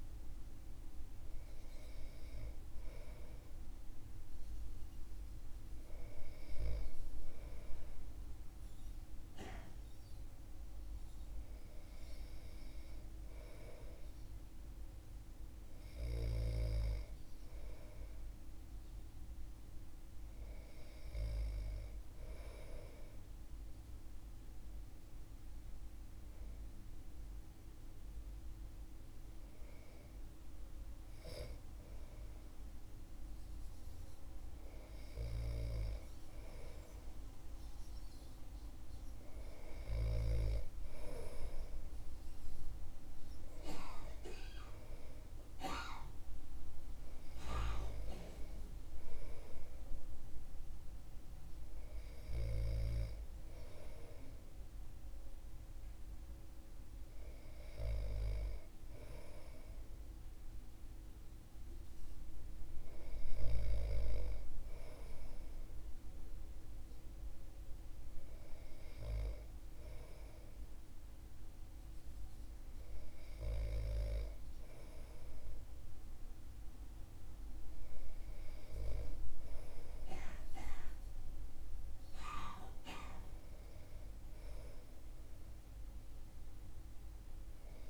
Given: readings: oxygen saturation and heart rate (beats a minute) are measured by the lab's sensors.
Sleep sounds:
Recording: breathing in sleep by a room microphone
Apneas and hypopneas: none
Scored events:
none scored
From the record:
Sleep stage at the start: N2 (light sleep)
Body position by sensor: on the back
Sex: male

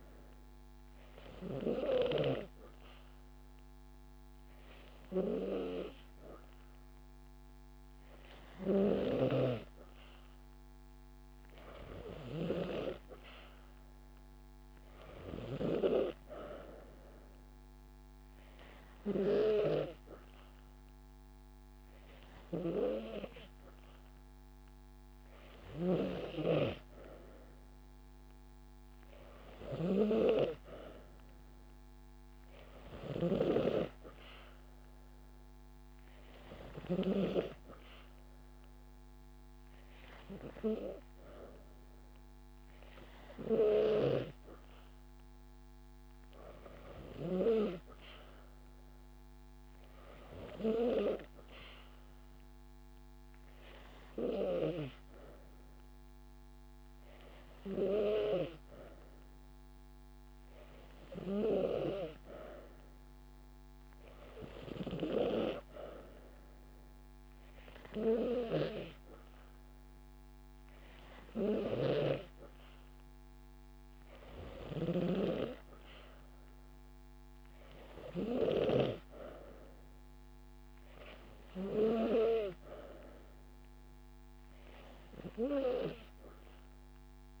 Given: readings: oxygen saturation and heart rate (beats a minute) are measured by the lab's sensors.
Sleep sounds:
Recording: breathing in sleep by a microphone on the trachea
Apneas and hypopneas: none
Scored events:
10.00-12.00 s: long interval between heartbeats (device-marked)
50.50-52.50 s: long interval between heartbeats (device-marked)
81.50-83.50 s: long interval between heartbeats (device-marked)
From the record:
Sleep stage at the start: N2 (light sleep)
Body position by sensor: on the back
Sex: female

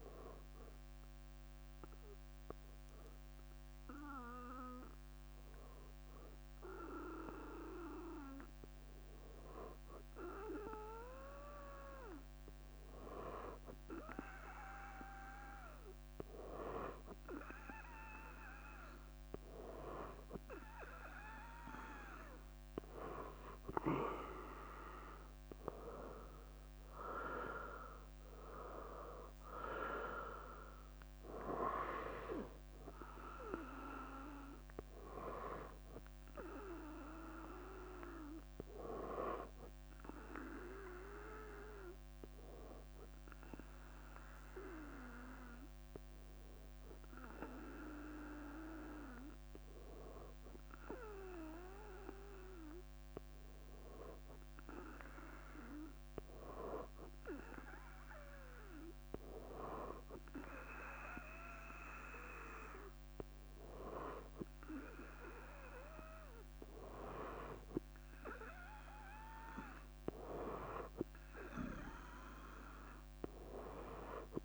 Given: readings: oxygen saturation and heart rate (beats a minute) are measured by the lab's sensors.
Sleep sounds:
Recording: breathing in sleep by a microphone on the trachea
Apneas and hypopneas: 2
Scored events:
10.00-22.00 s: hypopnea (oxygen 99% before, 96% lowest, heart rate 61 before, 55 extreme, up 8 after)
25.00-28.50 s: arousal
32.50-40.50 s: bradycardia (device-marked, heart rate 66 before, 55 extreme)
40.50-56.00 s: hypopnea (oxygen 98% before, 96% lowest, heart rate 65 before, 60 extreme, up 5 after)
64.00-68.50 s: arousal
From the record:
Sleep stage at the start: N2 (light sleep)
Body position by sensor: on the front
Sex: female

